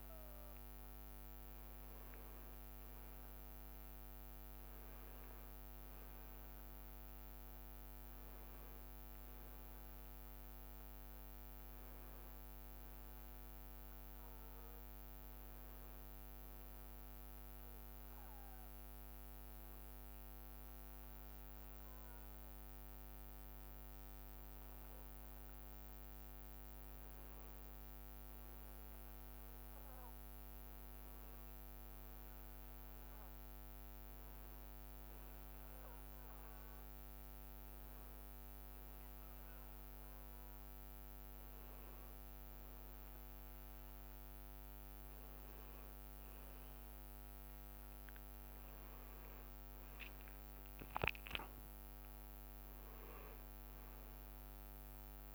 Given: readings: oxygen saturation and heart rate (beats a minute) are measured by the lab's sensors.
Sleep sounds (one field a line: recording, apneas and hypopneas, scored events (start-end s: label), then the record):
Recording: breathing in sleep, hard to hear, by a microphone on the trachea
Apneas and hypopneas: none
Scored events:
2.50-7.00 s: arousal
47.00-51.00 s: arousal
47.50-49.50 s: leg movement (device-marked)
From the record:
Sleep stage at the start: N1 (lightest sleep)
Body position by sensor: on the back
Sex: male